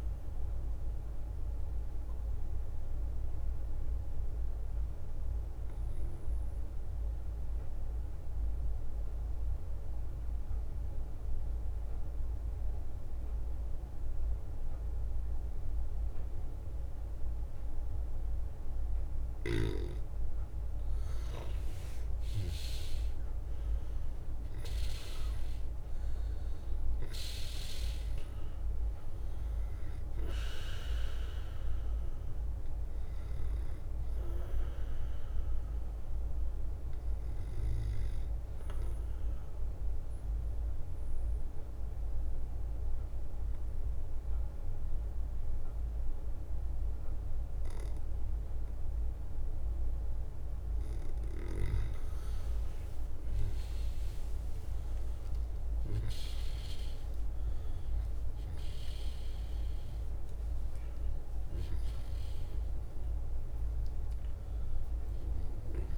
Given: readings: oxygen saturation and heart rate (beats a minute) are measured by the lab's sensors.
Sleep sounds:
breathing in sleep by a room microphone; 2
0.00-10.00 s: oxygen desaturation (device-marked, oxygen 94% lowest, heart rate 56 extreme)
0.00-20.00 s: bradycardia (device-marked, heart rate 56 extreme)
1.00-19.50 s: obstructive apnea (oxygen 99% before, 93% lowest, heart rate 61 before, 56 extreme, up 10 after)
4.00-22.00 s: drop in pulse transit time (device-marked, heart rate 61 before, 56 extreme)
5.50-11.00 s: leg movement (device-marked)
21.00-22.50 s: leg movement (device-marked)
21.00-45.00 s: oxygen desaturation (device-marked, oxygen 99% before, 93% lowest, heart rate 57 before, 57 extreme)
22.00-27.00 s: arousal
24.00-25.50 s: leg movement (device-marked)
31.00-50.00 s: bradycardia (device-marked, heart rate 58 before, 57 extreme)
38.00-50.50 s: obstructive apnea (oxygen 99% before, 93% lowest, heart rate 61 before, 57 extreme, up 11 after)
41.00-57.00 s: drop in pulse transit time (device-marked, heart rate 61 before, 57 extreme)
50.00-57.50 s: leg movement (device-marked)
54.50-60.00 s: arousal
61.00-65.98 s: leg movement (device-marked)
From the record:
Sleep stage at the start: N2 (light sleep); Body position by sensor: on the back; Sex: male

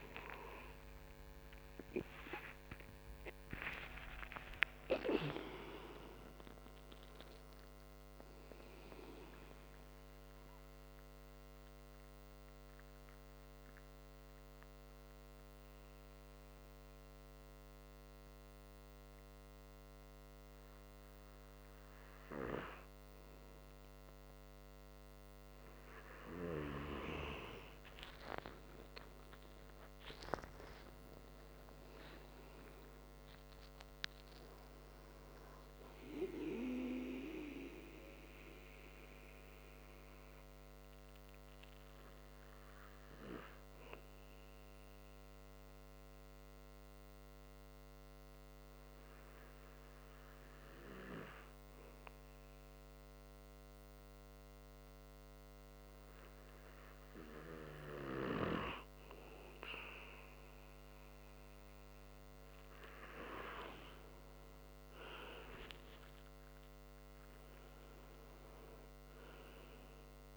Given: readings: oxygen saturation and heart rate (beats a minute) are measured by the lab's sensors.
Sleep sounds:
breathing in sleep by a microphone on the trachea; 2
0.00-4.00 s: arousal
9.50-21.50 s: obstructive apnea (oxygen 96% before, 93% lowest)
28.00-32.50 s: arousal
34.00-52.00 s: oxygen desaturation (device-marked, oxygen 97% before, 93% lowest, heart rate 78 before, 69 extreme)
37.50-57.00 s: obstructive apnea (oxygen 97% before, 93% lowest, heart rate 75 before, 66 extreme, up 13 after)
60.00-63.50 s: arousal
From the record:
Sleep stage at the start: N2 (light sleep); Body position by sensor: on the back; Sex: male

